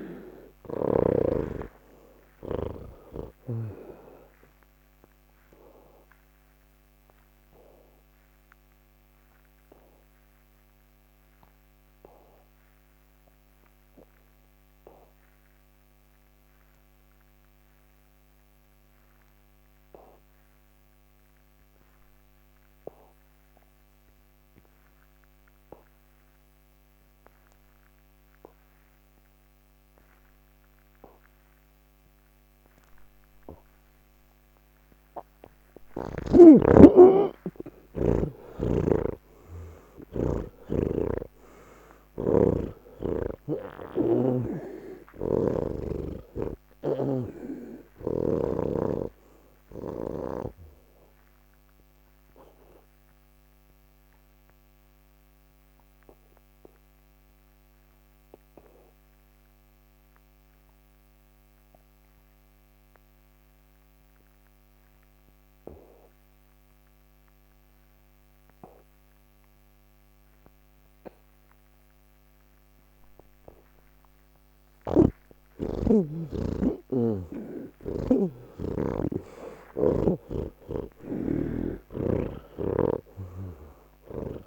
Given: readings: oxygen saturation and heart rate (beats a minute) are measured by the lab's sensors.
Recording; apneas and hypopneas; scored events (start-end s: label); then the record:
breathing in sleep by a microphone on the trachea; 2
0.00-20.00 s: oxygen desaturation (device-marked, oxygen 83% lowest, heart rate 92 extreme)
6.00-34.50 s: obstructive apnea (oxygen 98% before, 80% lowest, heart rate 132 before, 92 extreme, up 14 after)
27.00-67.00 s: oxygen desaturation (device-marked, oxygen 98% before, 80% lowest, heart rate 126 before, 79 extreme)
51.50-74.00 s: mixed apnea (oxygen 98% before, 80% lowest, heart rate 124 before, 79 extreme, up 5 after)
74.50-78.00 s: snoring (device-marked)
77.00-84.47 s: oxygen desaturation (device-marked, oxygen 98% before, 82% lowest, heart rate 131 before, 92 extreme)
From the record:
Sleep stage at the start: N3 (deep sleep); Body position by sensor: on the back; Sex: male